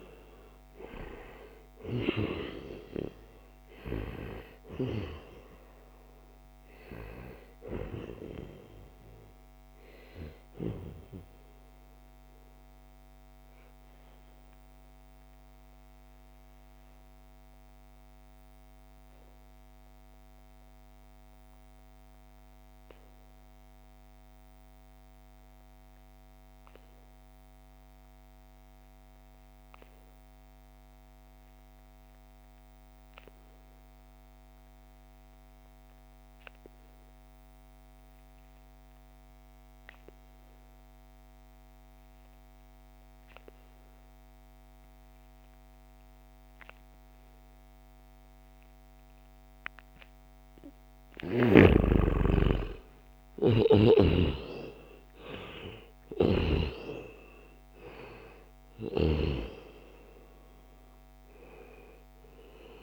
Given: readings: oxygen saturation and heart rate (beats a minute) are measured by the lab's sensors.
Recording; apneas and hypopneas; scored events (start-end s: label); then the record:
breathing in sleep by a microphone on the trachea; 1
0.00-16.50 s: oxygen desaturation (device-marked, oxygen 88% lowest, heart rate 65 extreme)
10.00-50.00 s: obstructive apnea (oxygen 97% before, 85% lowest, heart rate 73 before, 57 extreme, up 19 after)
34.50-62.83 s: oxygen desaturation (device-marked, oxygen 97% before, 85% lowest, heart rate 69 before, 57 extreme)
42.50-44.50 s: long interval between heartbeats (device-marked, heart rate 67 before, 63 extreme)
45.50-47.50 s: bradycardia (device-marked, heart rate 74 before, 61 extreme)
51.50-54.50 s: arousal
From the record:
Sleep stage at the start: N2 (light sleep); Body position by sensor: on the back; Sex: male